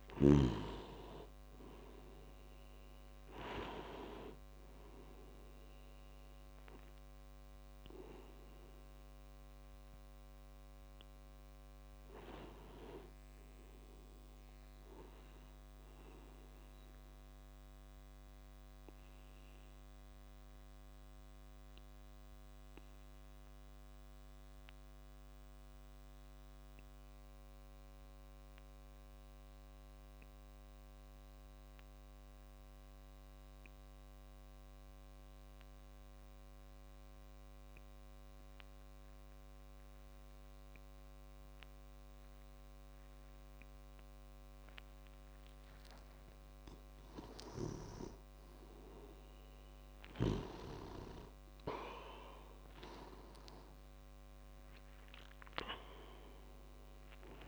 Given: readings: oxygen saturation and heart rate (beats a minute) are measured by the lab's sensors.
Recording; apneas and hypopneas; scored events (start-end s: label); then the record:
breathing in sleep by a microphone on the trachea; 1
0.00-22.50 s: oxygen desaturation (device-marked, oxygen 90% lowest)
17.00-45.50 s: obstructive apnea (oxygen 97% before, 89% lowest)
42.50-57.48 s: oxygen desaturation (device-marked, oxygen 98% before, 89% lowest)
50.00-55.00 s: arousal
From the record:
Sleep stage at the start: N2 (light sleep); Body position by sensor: on the back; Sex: male